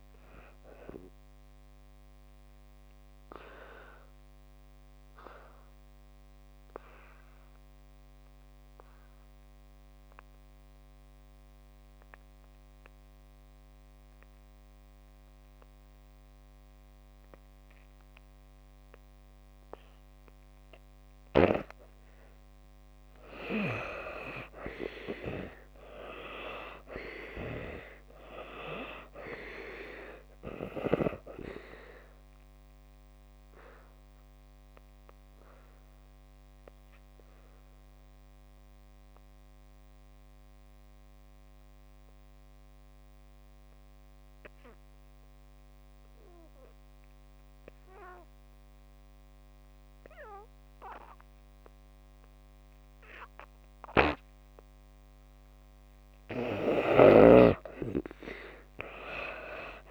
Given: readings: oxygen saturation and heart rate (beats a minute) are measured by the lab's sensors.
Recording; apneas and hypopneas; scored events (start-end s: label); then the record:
breathing in sleep by a microphone on the trachea; 2
0.00-21.00 s: oxygen desaturation (device-marked, oxygen 74% lowest)
0.50-21.00 s: obstructive apnea (oxygen 93% before, 74% lowest)
22.50-26.00 s: arousal
23.00-50.00 s: oxygen desaturation (device-marked, oxygen 97% before, 75% lowest)
33.00-55.00 s: obstructive apnea (oxygen 97% before, 74% lowest)
52.00-59.91 s: oxygen desaturation (device-marked, oxygen 96% before, 74% lowest)
57.50-59.91 s: arousal
From the record:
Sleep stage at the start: N2 (light sleep); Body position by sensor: on the back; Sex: female